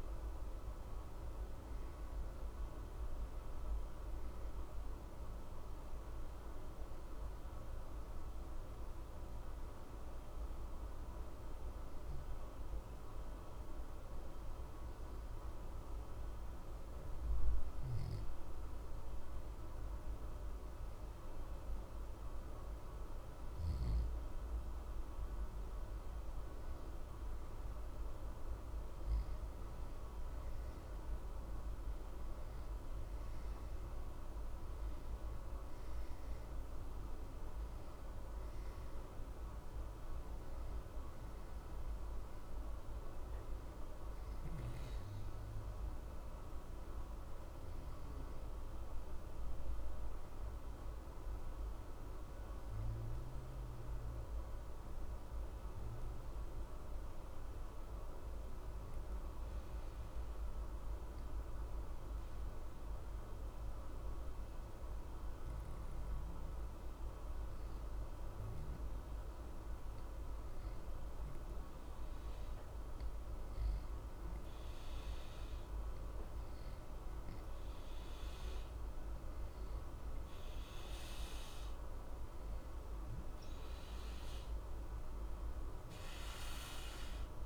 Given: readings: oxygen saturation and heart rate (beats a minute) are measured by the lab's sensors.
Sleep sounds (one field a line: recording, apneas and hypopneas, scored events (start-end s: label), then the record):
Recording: breathing in sleep, hard to hear, by a room microphone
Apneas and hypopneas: 2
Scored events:
8.00-24.00 s: obstructive apnea (oxygen 92% before, 89% lowest, heart rate 61 before, 60 extreme, up 2 after)
26.50-30.50 s: arousal
36.50-56.50 s: oxygen desaturation (device-marked, oxygen 93% before, 89% lowest, heart rate 61 before, 60 extreme)
53.50-70.50 s: obstructive apnea (oxygen 93% before, 89% lowest, heart rate 61 before, 60 extreme, up 1 after)
59.50-87.46 s: new sleep stage, N2 (light sleep)
72.50-77.50 s: arousal
80.50-87.46 s: oxygen desaturation (device-marked, oxygen 92% before, 89% lowest, heart rate 60 before, 60 extreme)
From the record:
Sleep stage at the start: N1 (lightest sleep)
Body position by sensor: on the back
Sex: male